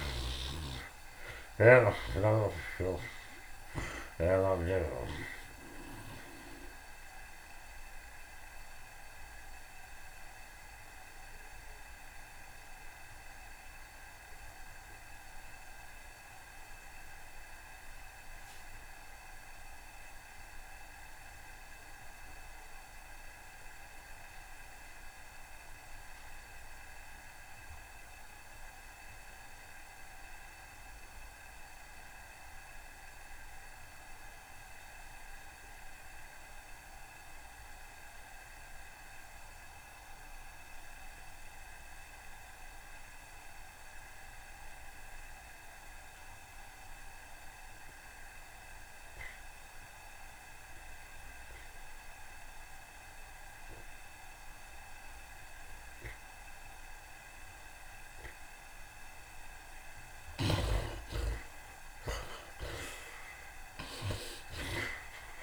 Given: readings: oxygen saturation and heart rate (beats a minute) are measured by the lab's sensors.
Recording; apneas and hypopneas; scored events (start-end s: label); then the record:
breathing in sleep by a room microphone; 1
0.00-19.50 s: oxygen desaturation (device-marked, oxygen 56% lowest, heart rate 65 extreme)
1.50-3.50 s: long interval between heartbeats (device-marked, heart rate 93 before, 96 extreme)
6.00-59.00 s: mixed apnea (oxygen 61% before, 55% lowest, heart rate 95 before, 66 extreme, up 22 after)
21.50-65.43 s: oxygen desaturation (device-marked, oxygen 89% before, 55% lowest, heart rate 79 before, 66 extreme)
28.50-30.50 s: long interval between heartbeats (device-marked, heart rate 77 before, 67 extreme)
61.00-65.00 s: arousal
61.50-64.50 s: tachycardia (device-marked, heart rate 80 before, 100 extreme)
62.00-64.00 s: long interval between heartbeats (device-marked, heart rate 80 before, 89 extreme)
From the record:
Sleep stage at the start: N2 (light sleep); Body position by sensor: on the right side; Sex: male